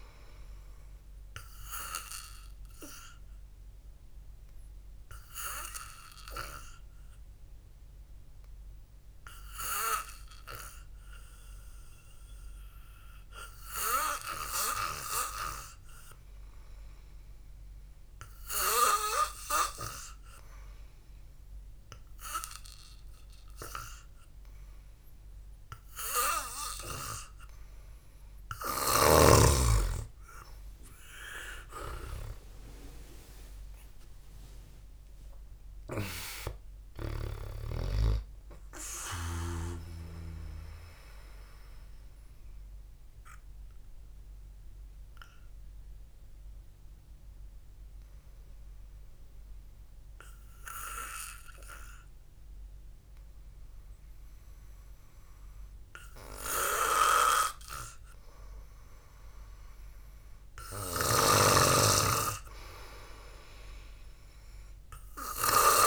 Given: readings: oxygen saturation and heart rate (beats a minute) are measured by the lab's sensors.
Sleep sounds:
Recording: breathing in sleep by a room microphone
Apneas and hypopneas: 2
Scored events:
2.00-12.00 s: obstructive apnea (oxygen 98% before, 92% lowest, heart rate 62 before, 52 extreme, up 6 after)
13.50-16.50 s: arousal
15.00-26.00 s: oxygen desaturation (device-marked, oxygen 95% before, 92% lowest, heart rate 60 before, 52 extreme)
37.00-40.00 s: arousal
43.50-57.00 s: mixed apnea (oxygen 95% before, 93% lowest, heart rate 67 before, 54 extreme, up 0 after)
58.50-63.00 s: arousal
From the record:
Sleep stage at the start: N2 (light sleep)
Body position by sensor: on the back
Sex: male

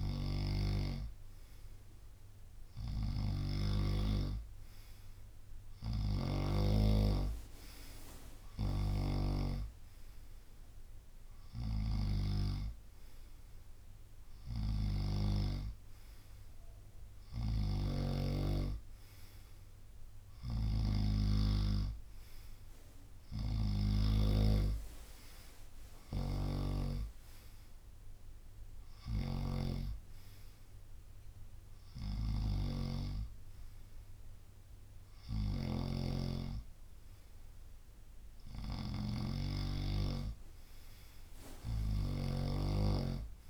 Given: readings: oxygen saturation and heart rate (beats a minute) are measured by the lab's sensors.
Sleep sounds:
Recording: breathing in sleep by a room microphone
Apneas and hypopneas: none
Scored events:
0.00-9.50 s: snoring (device-marked)
9.00-16.00 s: drop in pulse transit time (device-marked, heart rate 71 before, 70 extreme)
17.00-24.00 s: snoring (device-marked)
26.00-43.50 s: snoring (device-marked)
27.00-33.00 s: drop in pulse transit time (device-marked, heart rate 70 before, 76 extreme)
From the record:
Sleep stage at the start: N2 (light sleep)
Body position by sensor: on the right side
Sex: male

